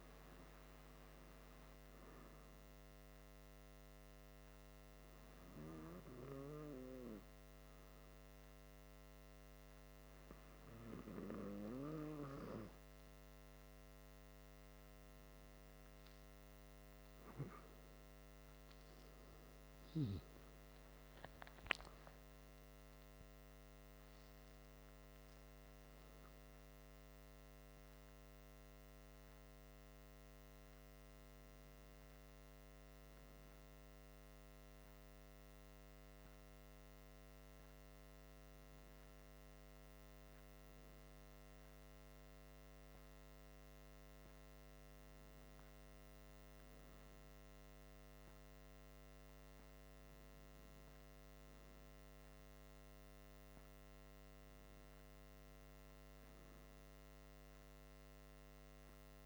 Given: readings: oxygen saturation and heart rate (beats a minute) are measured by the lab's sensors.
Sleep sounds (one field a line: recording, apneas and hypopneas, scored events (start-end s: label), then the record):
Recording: breathing in sleep by a microphone on the trachea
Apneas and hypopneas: none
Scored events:
18.50-22.50 s: arousal
From the record:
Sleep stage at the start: N2 (light sleep)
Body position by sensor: on the back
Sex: male